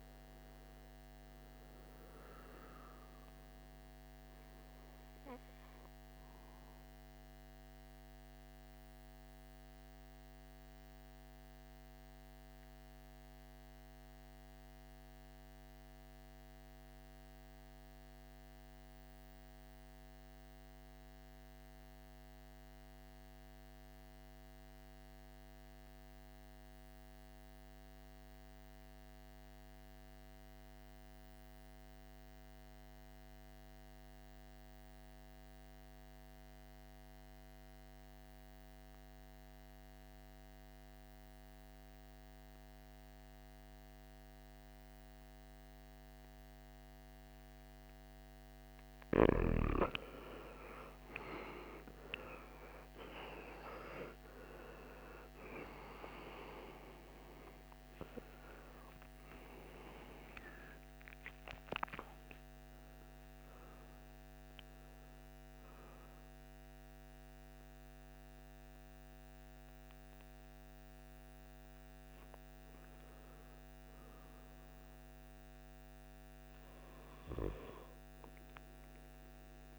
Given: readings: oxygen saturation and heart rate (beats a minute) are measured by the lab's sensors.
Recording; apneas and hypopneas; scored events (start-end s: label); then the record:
breathing in sleep by a microphone on the trachea; 1
0.00-15.50 s: oxygen desaturation (device-marked, oxygen 90% lowest, heart rate 58 extreme)
5.00-48.50 s: obstructive apnea (oxygen 99% before, 81% lowest, heart rate 66 before, 58 extreme, up 18 after)
31.50-77.50 s: oxygen desaturation (device-marked, oxygen 99% before, 81% lowest, heart rate 59 before, 56 extreme)
50.00-56.00 s: arousal
From the record:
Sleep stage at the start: N2 (light sleep); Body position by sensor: on the right side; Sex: male